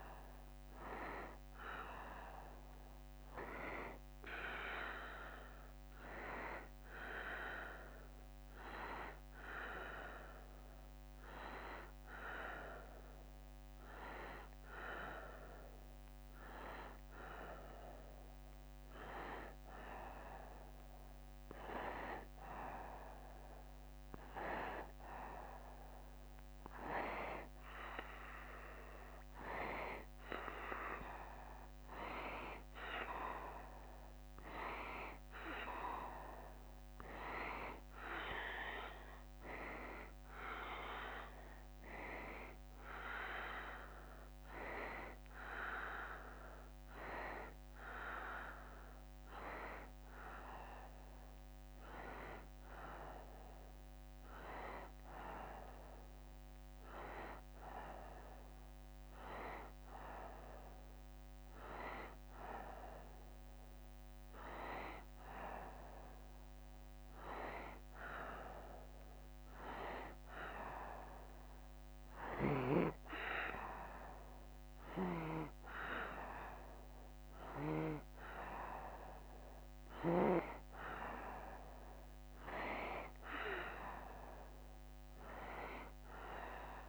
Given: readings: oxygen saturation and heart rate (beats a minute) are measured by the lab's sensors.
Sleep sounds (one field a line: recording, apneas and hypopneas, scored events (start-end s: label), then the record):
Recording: breathing in sleep by a microphone on the trachea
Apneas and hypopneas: 2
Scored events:
7.50-19.50 s: hypopnea (oxygen 93% before, 92% lowest, heart rate 76 before, 74 extreme, up 1 after)
24.50-29.00 s: arousal
50.50-64.50 s: hypopnea (oxygen 93% before, 92% lowest, heart rate 76 before, 74 extreme, up 1 after)
66.50-70.50 s: arousal
From the record:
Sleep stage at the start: N2 (light sleep)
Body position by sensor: on the right side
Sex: male